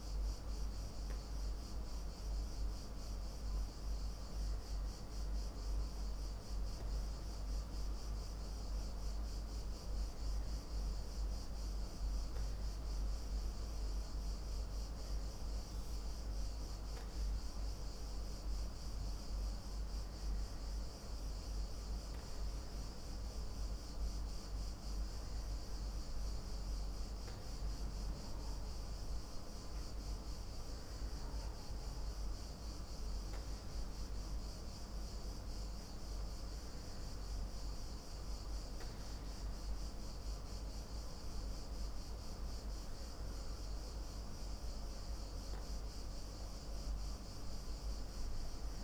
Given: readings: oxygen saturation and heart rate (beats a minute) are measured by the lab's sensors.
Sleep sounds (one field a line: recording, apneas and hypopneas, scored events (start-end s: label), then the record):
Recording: breathing in sleep, hard to hear, by a room microphone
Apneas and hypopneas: none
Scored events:
none scored
From the record:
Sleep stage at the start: N2 (light sleep)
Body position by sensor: on the back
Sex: male